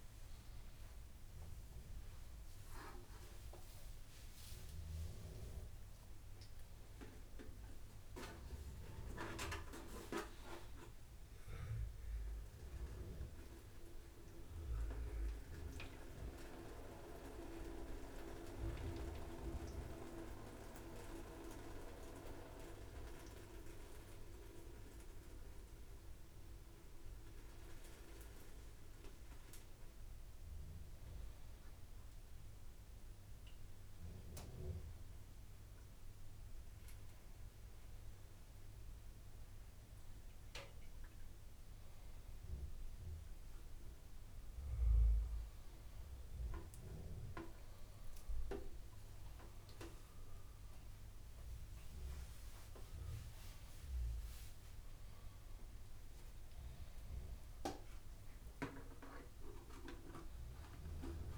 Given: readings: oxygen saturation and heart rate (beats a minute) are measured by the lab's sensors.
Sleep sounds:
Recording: a person awake in a sleep study, by a room microphone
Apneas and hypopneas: none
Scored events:
0.00-20.50 s: oxygen desaturation (device-marked, oxygen 91% lowest, heart rate 93 extreme)
From the record:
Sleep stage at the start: awake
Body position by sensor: upright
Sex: male

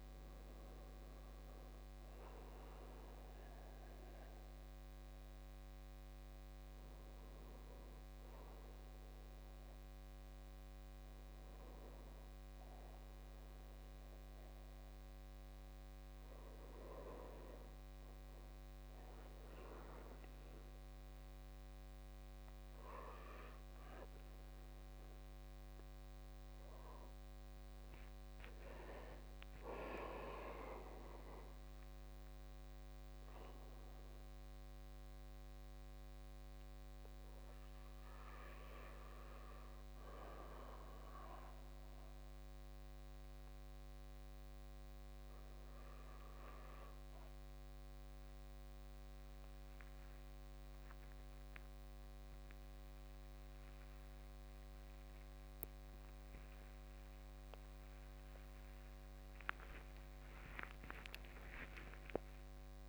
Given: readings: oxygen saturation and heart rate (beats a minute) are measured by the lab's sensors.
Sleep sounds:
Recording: a person partly awake in a sleep study, by a microphone on the trachea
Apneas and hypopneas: none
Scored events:
24.50-26.50 s: long interval between heartbeats (device-marked, heart rate 58 before, 60 extreme)
26.50-56.50 s: new sleep stage, awake
56.50-62.89 s: new sleep stage, N1 (lightest sleep)
From the record:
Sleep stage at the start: N2 (light sleep)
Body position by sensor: on the back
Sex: male

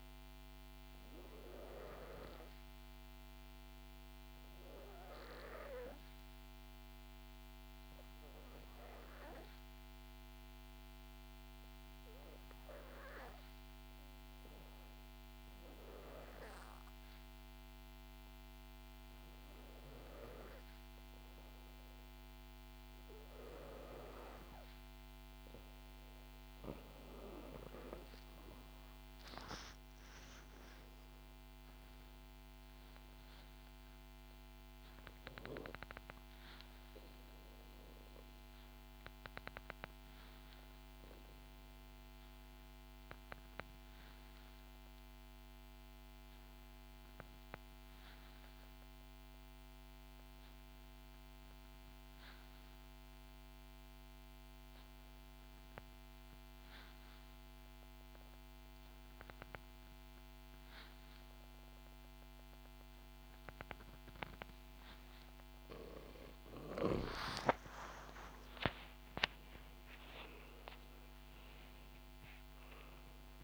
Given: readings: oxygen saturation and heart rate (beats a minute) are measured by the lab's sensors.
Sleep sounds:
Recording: breathing in sleep by a microphone on the trachea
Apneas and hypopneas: 2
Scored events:
4.00-16.00 s: obstructive apnea (oxygen 93% before, 87% lowest, heart rate 66 before, 66 extreme, up 0 after)
29.00-33.50 s: arousal
37.50-66.00 s: obstructive apnea (oxygen 91% before, 84% lowest, heart rate 68 before, 60 extreme, up 4 after)
62.50-73.44 s: oxygen desaturation (device-marked, oxygen 96% before, 84% lowest, heart rate 67 before, 59 extreme)
67.00-72.50 s: arousal
From the record:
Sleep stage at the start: N2 (light sleep)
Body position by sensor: on the back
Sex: female

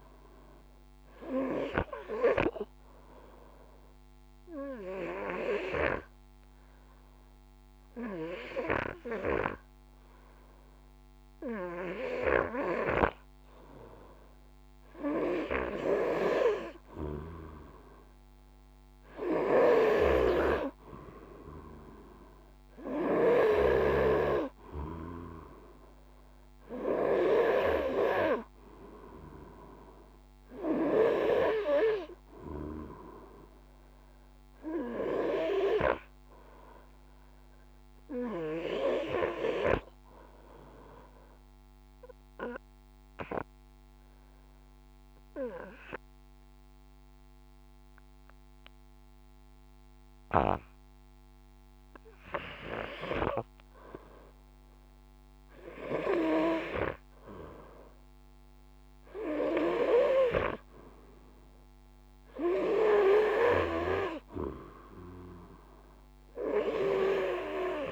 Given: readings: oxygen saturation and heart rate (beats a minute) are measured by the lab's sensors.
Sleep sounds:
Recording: breathing in sleep by a microphone on the trachea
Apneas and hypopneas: 2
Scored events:
0.00-4.50 s: oxygen desaturation (device-marked, oxygen 91% lowest, heart rate 50 extreme)
1.50-14.00 s: obstructive apnea (oxygen 94% before, 90% lowest, heart rate 55 before, 50 extreme, up 3 after)
16.50-21.00 s: arousal
19.00-23.00 s: snoring (device-marked)
40.00-53.50 s: mixed apnea (oxygen 94% before, 90% lowest, heart rate 54 before, 50 extreme)
55.50-59.00 s: arousal
61.50-67.92 s: oxygen desaturation (device-marked, oxygen 96% before, 90% lowest, heart rate 51 before, 52 extreme)
From the record:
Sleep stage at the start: REM sleep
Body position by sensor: on the front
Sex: male

